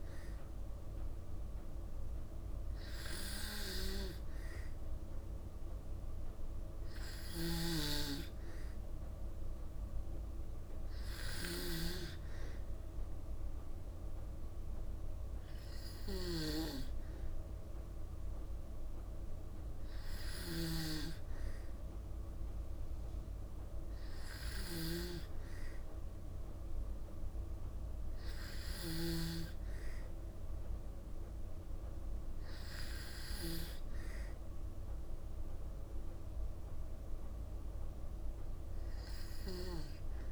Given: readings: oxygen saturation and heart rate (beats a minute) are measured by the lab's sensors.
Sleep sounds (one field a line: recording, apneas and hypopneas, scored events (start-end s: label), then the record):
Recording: breathing in sleep by a room microphone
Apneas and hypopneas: none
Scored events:
6.50-29.00 s: snoring (device-marked)
39.00-40.32 s: snoring (device-marked)
From the record:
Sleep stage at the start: N2 (light sleep)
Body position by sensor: on the back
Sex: female